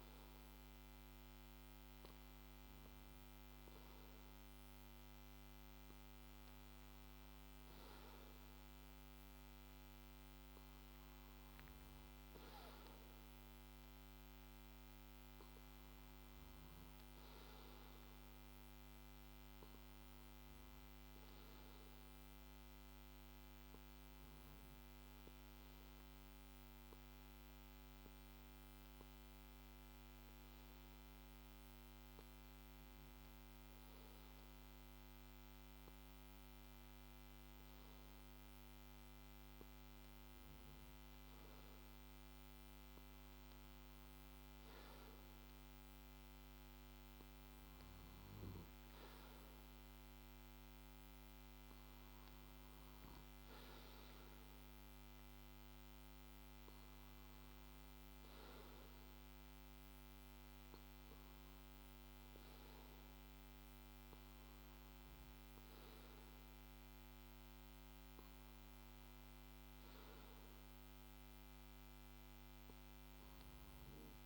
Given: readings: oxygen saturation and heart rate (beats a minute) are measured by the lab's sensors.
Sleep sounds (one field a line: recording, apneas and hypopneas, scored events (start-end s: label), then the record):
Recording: breathing in sleep, hard to hear, by a microphone on the trachea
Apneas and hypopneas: 1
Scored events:
16.00-20.00 s: arousal
23.50-39.00 s: hypopnea (oxygen 96% before, 94% lowest, heart rate 56 before, 53 extreme, up 2 after)
41.00-44.00 s: arousal
From the record:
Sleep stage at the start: N2 (light sleep)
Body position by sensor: on the back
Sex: male